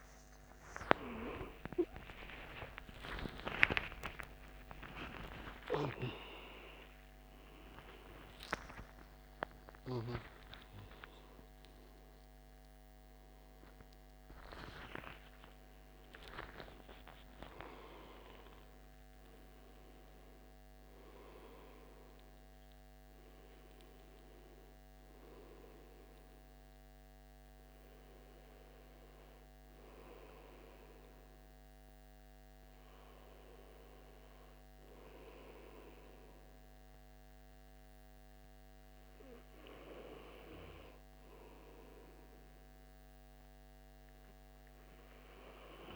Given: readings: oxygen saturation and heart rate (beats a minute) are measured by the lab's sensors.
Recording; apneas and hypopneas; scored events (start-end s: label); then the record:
a person awake in a sleep study, by a microphone on the trachea; none
25.50-45.96 s: new sleep stage, N1 (lightest sleep)
From the record:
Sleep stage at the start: awake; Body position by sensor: on the back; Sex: male